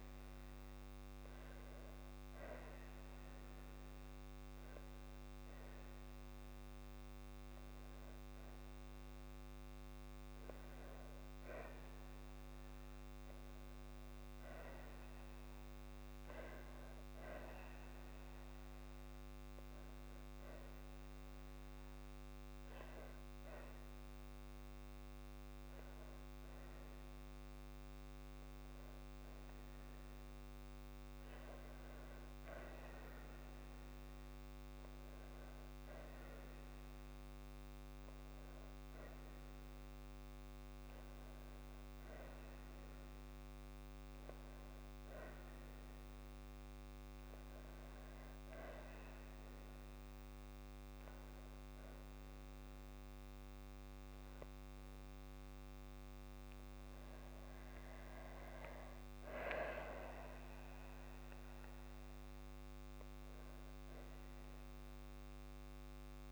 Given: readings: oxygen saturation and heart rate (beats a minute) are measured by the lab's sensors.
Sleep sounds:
breathing in sleep, hard to hear, by a microphone on the trachea; 1
1.50-12.00 s: obstructive apnea (oxygen 97% before, 96% lowest, heart rate 63 before, 53 extreme, up 1 after)
14.50-18.50 s: arousal
From the record:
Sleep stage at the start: N2 (light sleep); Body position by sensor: on the back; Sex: female

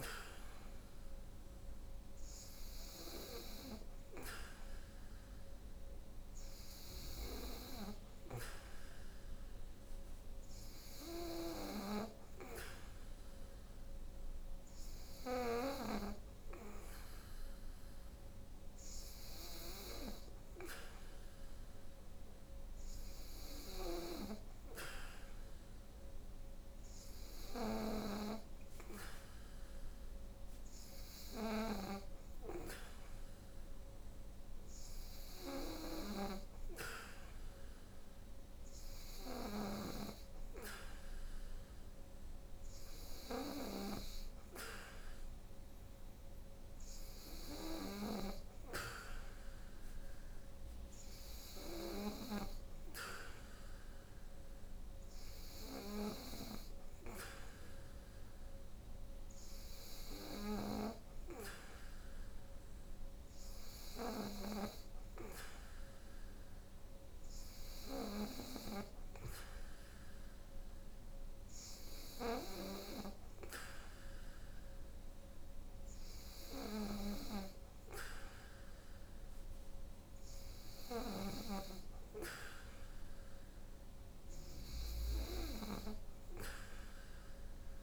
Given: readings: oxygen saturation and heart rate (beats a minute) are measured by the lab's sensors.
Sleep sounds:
breathing in sleep by a room microphone; none
44.50-87.83 s: new sleep stage, N3 (deep sleep)
From the record:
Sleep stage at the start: N2 (light sleep); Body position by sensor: on the back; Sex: female

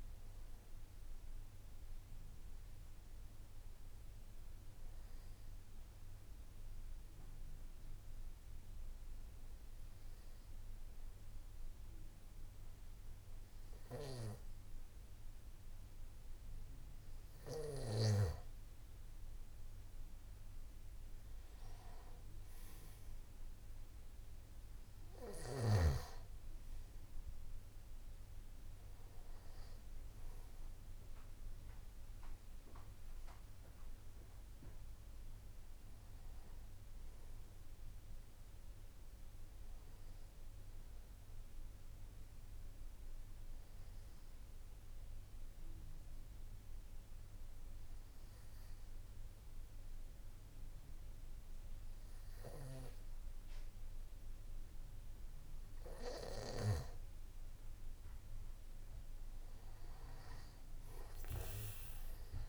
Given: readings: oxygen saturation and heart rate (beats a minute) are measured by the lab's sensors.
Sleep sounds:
breathing in sleep by a room microphone; 2
4.00-16.50 s: hypopnea (oxygen 96% before, 91% lowest, heart rate 66 before, 57 extreme, up 3 after)
19.00-22.00 s: arousal
42.00-57.00 s: hypopnea (oxygen 98% before, 94% lowest, heart rate 60 before, 56 extreme, up 6 after)
From the record:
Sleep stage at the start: N2 (light sleep); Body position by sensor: on the back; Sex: male

